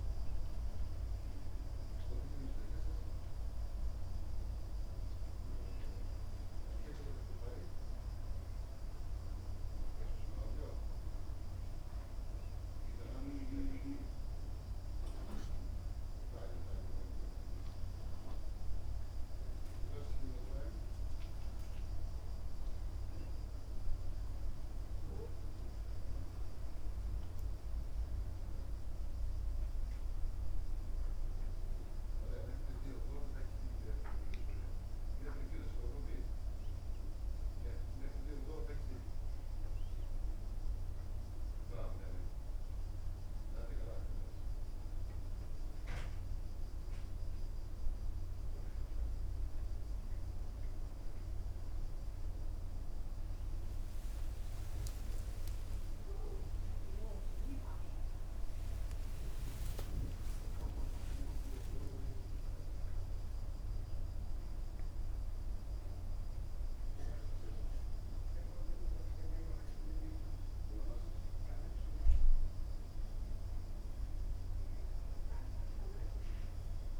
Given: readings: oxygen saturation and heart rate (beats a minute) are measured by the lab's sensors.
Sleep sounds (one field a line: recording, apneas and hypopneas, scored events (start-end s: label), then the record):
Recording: a person partly awake in a sleep study, by a room microphone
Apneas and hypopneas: 1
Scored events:
26.00-37.50 s: hypopnea (oxygen 93% before, 91% lowest)
40.00-77.00 s: new sleep stage, awake
From the record:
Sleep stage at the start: N2 (light sleep)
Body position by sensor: on the right side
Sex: male